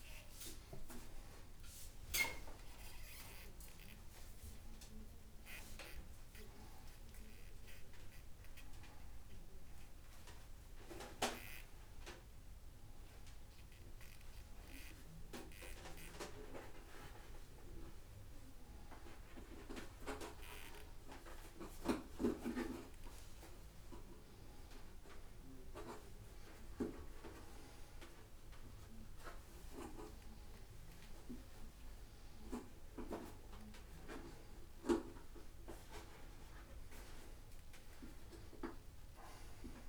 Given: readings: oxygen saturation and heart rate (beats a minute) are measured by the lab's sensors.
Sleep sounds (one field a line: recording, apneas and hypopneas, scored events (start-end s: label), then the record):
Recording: a person awake in a sleep study, by a room microphone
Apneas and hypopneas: none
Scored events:
1.00-3.00 s: long interval between heartbeats (device-marked, heart rate 44 before, 39 extreme)
3.50-5.50 s: long interval between heartbeats (device-marked, heart rate 42 before, 48 extreme)
6.00-8.00 s: long interval between heartbeats (device-marked, heart rate 45 before, 59 extreme)
21.50-23.50 s: long interval between heartbeats (device-marked)
26.50-28.50 s: long interval between heartbeats (device-marked, heart rate 43 before, 26 extreme)
32.50-34.50 s: long interval between heartbeats (device-marked)
33.50-34.50 s: oxygen desaturation (device-marked, oxygen 98% before, 94% lowest)
From the record:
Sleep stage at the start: awake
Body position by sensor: upright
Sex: male